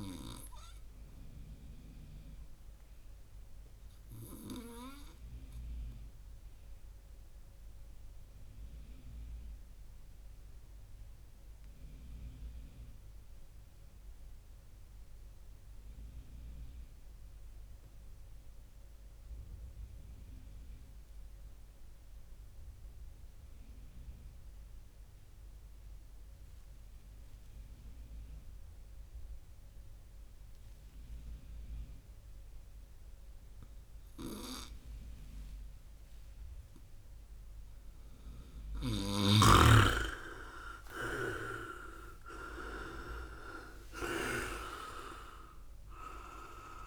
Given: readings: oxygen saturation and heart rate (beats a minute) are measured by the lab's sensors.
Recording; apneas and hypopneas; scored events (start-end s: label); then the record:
breathing in sleep by a room microphone; 1
1.00-37.00 s: obstructive apnea (oxygen 100% before, 94% lowest)
41.00-45.50 s: arousal
From the record:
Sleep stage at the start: N2 (light sleep); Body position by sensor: on the right side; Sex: male